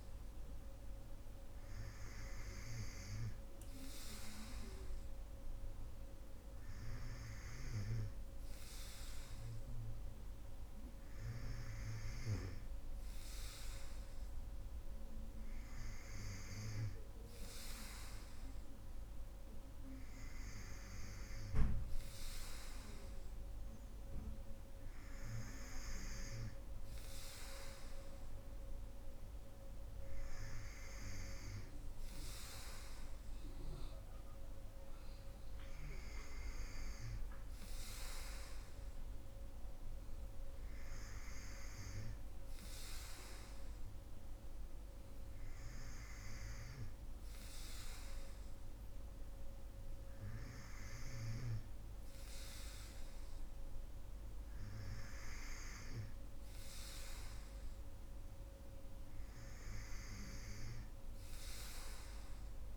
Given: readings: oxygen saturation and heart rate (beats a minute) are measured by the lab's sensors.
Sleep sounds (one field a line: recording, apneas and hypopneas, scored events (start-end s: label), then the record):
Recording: breathing in sleep by a room microphone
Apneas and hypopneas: none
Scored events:
none scored
From the record:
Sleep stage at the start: N2 (light sleep)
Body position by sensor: on the right side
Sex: female